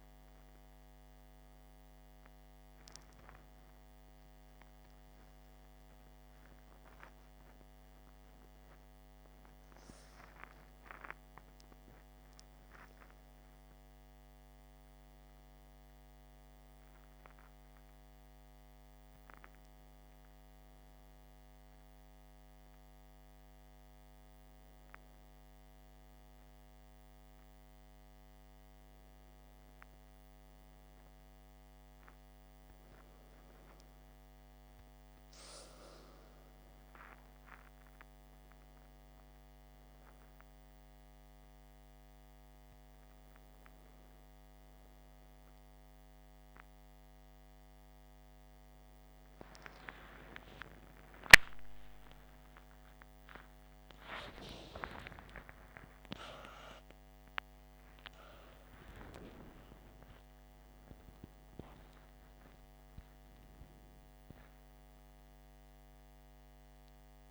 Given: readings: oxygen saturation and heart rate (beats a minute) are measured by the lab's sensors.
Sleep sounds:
breathing in sleep by a microphone on the trachea; none
3.50-10.50 s: arousal
5.00-7.00 s: tachycardia (device-marked, heart rate 60 before, 97 extreme)
49.50-55.50 s: arousal
From the record:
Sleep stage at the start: N1 (lightest sleep); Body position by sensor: on the back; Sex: male

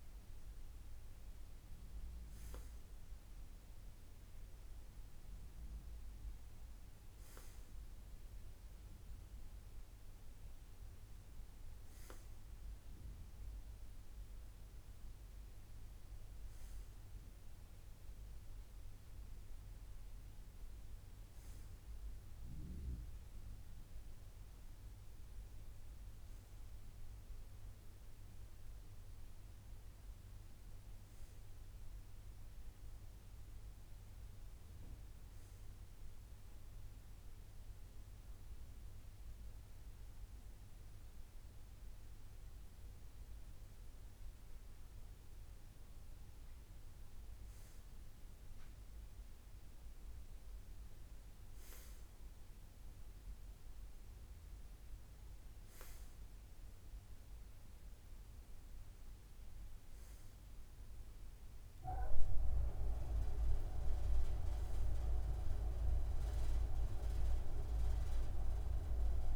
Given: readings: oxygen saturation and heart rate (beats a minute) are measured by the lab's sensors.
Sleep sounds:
breathing in sleep by a room microphone; none
none scored
From the record:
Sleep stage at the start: N2 (light sleep); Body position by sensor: on the right side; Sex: male

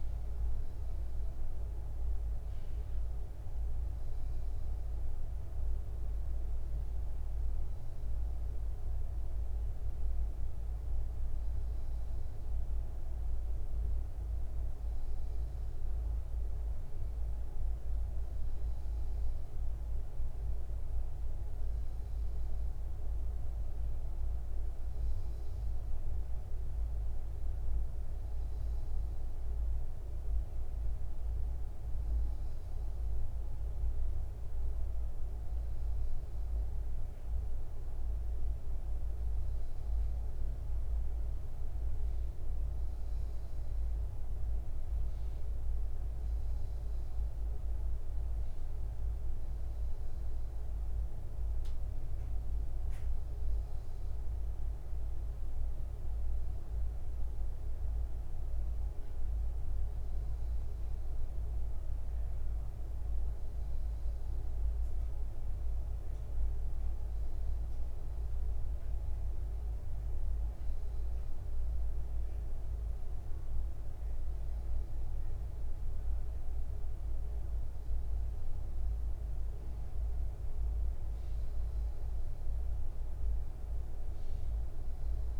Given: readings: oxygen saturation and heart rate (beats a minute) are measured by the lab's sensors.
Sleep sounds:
breathing in sleep, hard to hear, by a room microphone; none
none scored
From the record:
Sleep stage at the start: N2 (light sleep); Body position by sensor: upright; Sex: male

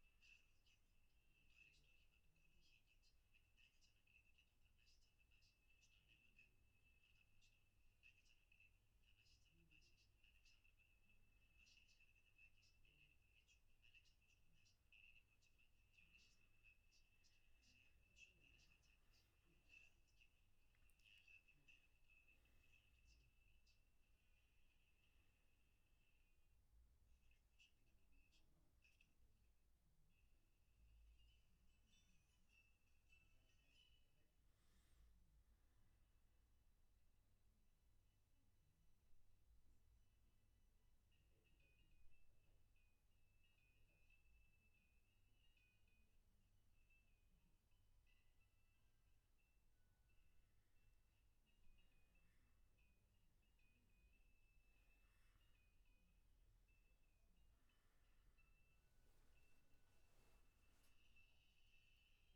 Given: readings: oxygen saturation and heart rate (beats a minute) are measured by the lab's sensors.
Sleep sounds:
breathing in sleep, hard to hear, by a room microphone; 2
0.50-12.00 s: obstructive apnea (oxygen 95% before, 92% lowest, heart rate 63 before, 62 extreme, up 1 after)
37.00-50.00 s: mixed apnea (oxygen 95% before, 92% lowest, heart rate 63 before, 60 extreme, up 2 after)
From the record:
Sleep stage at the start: N3 (deep sleep); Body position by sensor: on the back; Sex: male

